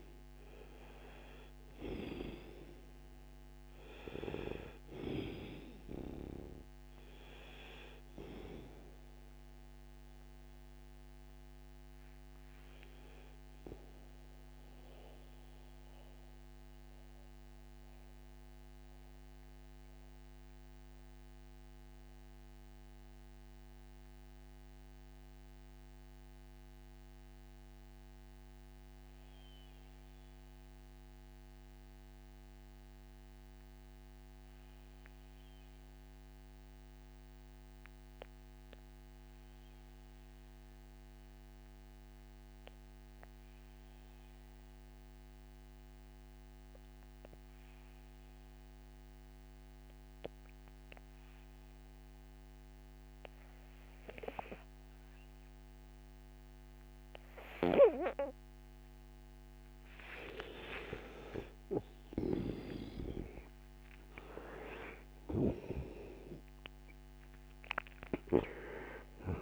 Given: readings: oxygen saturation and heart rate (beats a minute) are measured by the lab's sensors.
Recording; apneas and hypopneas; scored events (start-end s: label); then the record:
breathing in sleep by a microphone on the trachea; 1
0.00-30.50 s: oxygen desaturation (device-marked, oxygen 78% lowest, heart rate 59 extreme)
11.00-60.50 s: mixed apnea (oxygen 97% before, 75% lowest, heart rate 63 before, 48 extreme, up 1 after)
47.50-69.42 s: oxygen desaturation (device-marked, oxygen 98% before, 75% lowest, heart rate 61 before, 48 extreme)
61.50-66.00 s: arousal
65.00-69.42 s: snoring (device-marked)
From the record:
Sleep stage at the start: N2 (light sleep); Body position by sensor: on the right side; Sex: male